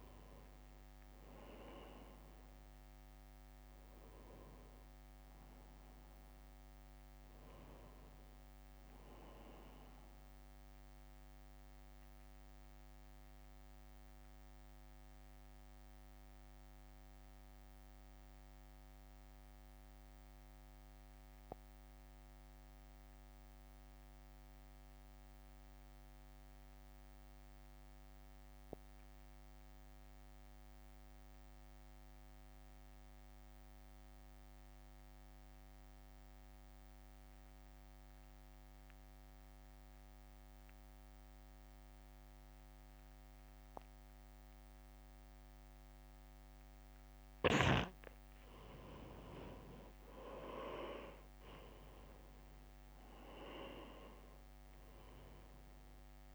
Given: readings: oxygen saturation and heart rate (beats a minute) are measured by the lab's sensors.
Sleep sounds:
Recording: breathing in sleep by a microphone on the trachea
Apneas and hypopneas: 1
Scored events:
0.00-1.00 s: arousal
0.00-13.50 s: drop in pulse transit time (device-marked, heart rate 53 extreme)
0.00-24.50 s: oxygen desaturation (device-marked, oxygen 85% lowest, heart rate 53 extreme)
10.00-47.00 s: mixed apnea (oxygen 97% before, 85% lowest, heart rate 60 before, 56 extreme, up 5 after)
41.50-56.34 s: oxygen desaturation (device-marked, oxygen 98% before, 85% lowest, heart rate 66 before, 56 extreme)
51.50-55.50 s: arousal
52.50-56.34 s: drop in pulse transit time (device-marked, heart rate 64 before, 56 extreme)
From the record:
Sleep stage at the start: N2 (light sleep)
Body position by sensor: on the right side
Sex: male

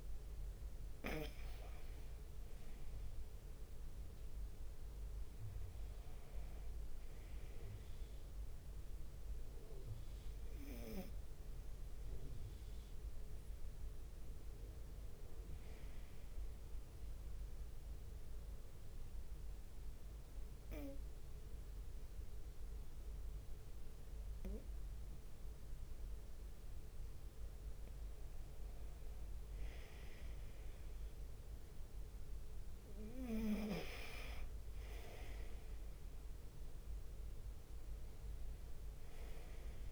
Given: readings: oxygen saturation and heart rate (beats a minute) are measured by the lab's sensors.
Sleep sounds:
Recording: breathing in sleep by a room microphone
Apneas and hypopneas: 1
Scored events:
0.00-9.00 s: drop in pulse transit time (device-marked)
0.00-39.92 s: bradycardia (device-marked)
3.00-5.00 s: long interval between heartbeats (device-marked)
8.00-10.00 s: long interval between heartbeats (device-marked)
11.00-14.50 s: arousal
13.00-15.00 s: long interval between heartbeats (device-marked)
16.00-17.50 s: leg movement (device-marked)
17.50-28.00 s: obstructive apnea (oxygen 96% before, 92% lowest)
19.00-21.00 s: long interval between heartbeats (device-marked)
26.50-28.50 s: long interval between heartbeats (device-marked)
30.00-33.50 s: arousal
34.50-36.50 s: long interval between heartbeats (device-marked)
From the record:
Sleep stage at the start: N2 (light sleep)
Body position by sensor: on the right side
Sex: male

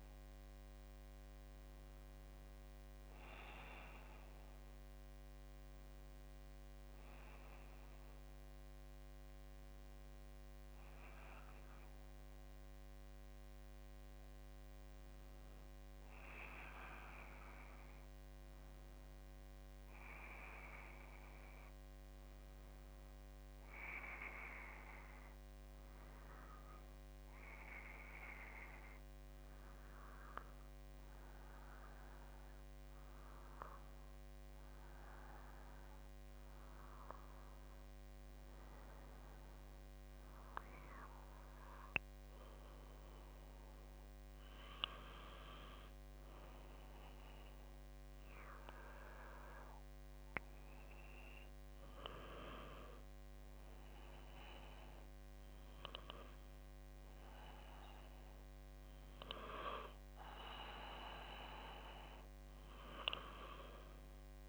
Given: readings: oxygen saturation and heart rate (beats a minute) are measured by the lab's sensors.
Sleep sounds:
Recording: breathing in sleep by a microphone on the trachea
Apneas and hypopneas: none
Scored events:
31.00-64.49 s: new sleep stage, N2 (light sleep)
From the record:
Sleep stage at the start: N1 (lightest sleep)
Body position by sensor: on the back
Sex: female

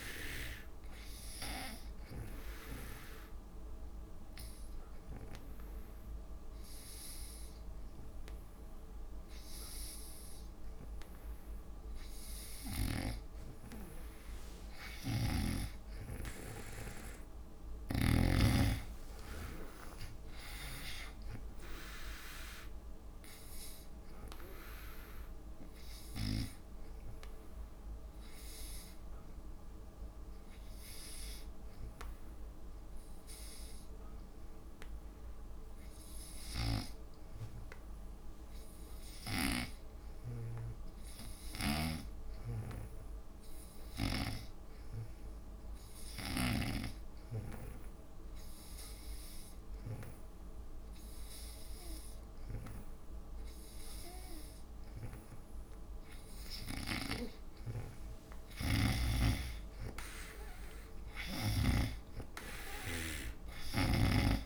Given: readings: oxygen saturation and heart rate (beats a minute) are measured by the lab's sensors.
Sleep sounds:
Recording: breathing in sleep by a room microphone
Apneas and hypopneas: 2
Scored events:
0.00-13.50 s: oxygen desaturation (device-marked, oxygen 89% lowest)
2.00-13.00 s: obstructive apnea (oxygen 96% before, 85% lowest)
16.00-20.00 s: arousal
18.50-35.50 s: oxygen desaturation (device-marked, oxygen 95% before, 91% lowest)
21.50-23.50 s: long interval between heartbeats (device-marked)
26.50-34.50 s: drop in pulse transit time (device-marked)
26.50-56.50 s: hypopnea (oxygen 95% before, 85% lowest)
37.50-64.46 s: oxygen desaturation (device-marked, oxygen 95% before, 85% lowest)
42.00-47.00 s: snoring (device-marked)
59.50-64.46 s: snoring (device-marked)
60.50-64.46 s: arousal
From the record:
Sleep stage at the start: N2 (light sleep)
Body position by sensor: on the back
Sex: female

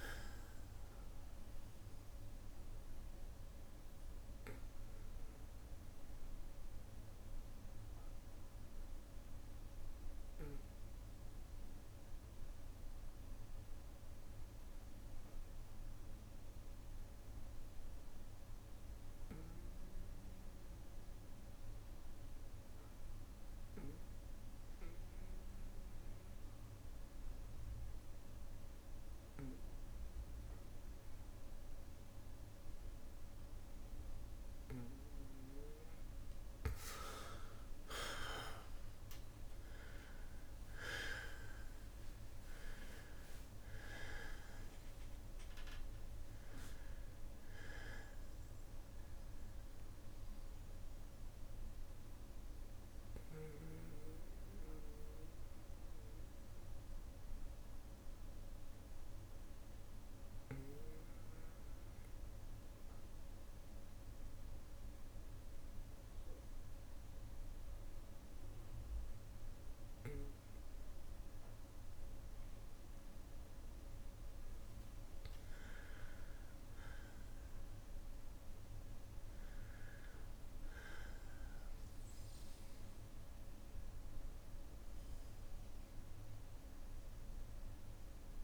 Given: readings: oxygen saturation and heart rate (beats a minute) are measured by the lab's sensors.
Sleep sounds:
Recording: breathing in sleep by a room microphone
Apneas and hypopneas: 2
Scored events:
0.00-18.00 s: oxygen desaturation (device-marked, oxygen 92% lowest, heart rate 55 extreme)
2.00-34.00 s: bradycardia (device-marked, heart rate 62 before, 55 extreme)
4.50-34.50 s: obstructive apnea (oxygen 99% before, 92% lowest, heart rate 60 before, 55 extreme, up 5 after)
32.00-67.00 s: oxygen desaturation (device-marked, oxygen 99% before, 92% lowest, heart rate 56 before, 56 extreme)
36.50-41.00 s: arousal
52.00-72.00 s: bradycardia (device-marked, heart rate 61 before, 56 extreme)
52.50-72.50 s: obstructive apnea (oxygen 99% before, 92% lowest, heart rate 61 before, 55 extreme, up 4 after)
76.00-80.50 s: arousal
82.00-88.43 s: bradycardia (device-marked, heart rate 61 before, 55 extreme)
From the record:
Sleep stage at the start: N2 (light sleep)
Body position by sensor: on the back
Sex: male

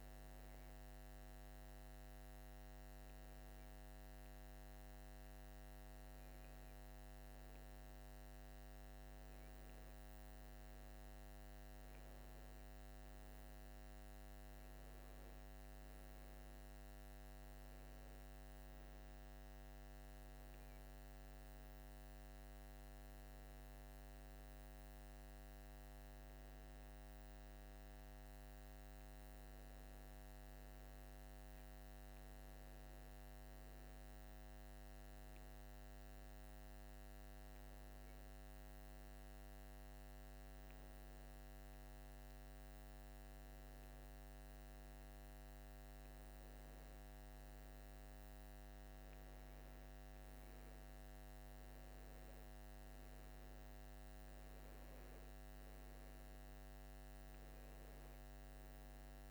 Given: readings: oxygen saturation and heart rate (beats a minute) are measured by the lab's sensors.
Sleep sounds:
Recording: a person partly awake in a sleep study, hard to hear, by a microphone on the trachea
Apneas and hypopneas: none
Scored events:
13.00-43.00 s: new sleep stage, N2 (light sleep)
43.00-59.31 s: new sleep stage, awake
From the record:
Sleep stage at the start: N1 (lightest sleep)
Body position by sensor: on the right side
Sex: male

